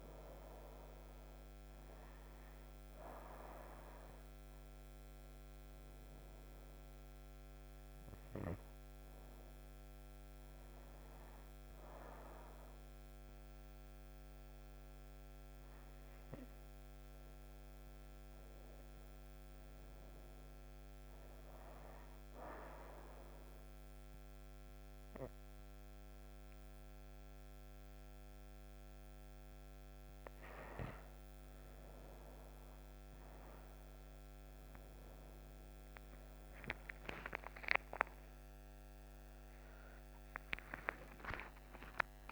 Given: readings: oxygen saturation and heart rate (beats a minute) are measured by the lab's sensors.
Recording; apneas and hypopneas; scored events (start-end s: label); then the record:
a person partly awake in a sleep study, by a microphone on the trachea; 1
0.00-1.00 s: oxygen desaturation (device-marked, oxygen 91% lowest)
14.50-28.50 s: hypopnea (oxygen 97% before, 95% lowest)
26.00-42.32 s: new sleep stage, awake
From the record:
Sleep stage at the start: N2 (light sleep); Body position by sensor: on the right side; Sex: female